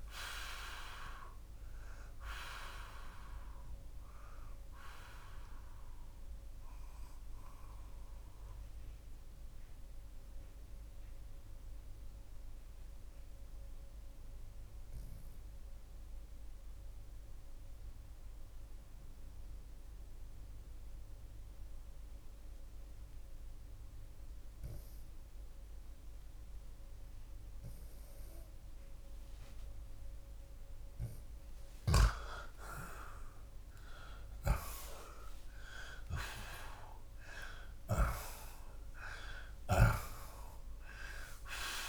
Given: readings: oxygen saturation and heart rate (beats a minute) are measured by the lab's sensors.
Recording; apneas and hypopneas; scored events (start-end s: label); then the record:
breathing in sleep by a room microphone; 1
5.00-31.00 s: obstructive apnea (oxygen 89% before, 81% lowest)
15.50-36.50 s: oxygen desaturation (device-marked, oxygen 89% before, 82% lowest)
33.50-37.50 s: arousal
From the record:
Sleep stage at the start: N2 (light sleep); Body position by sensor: on the back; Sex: male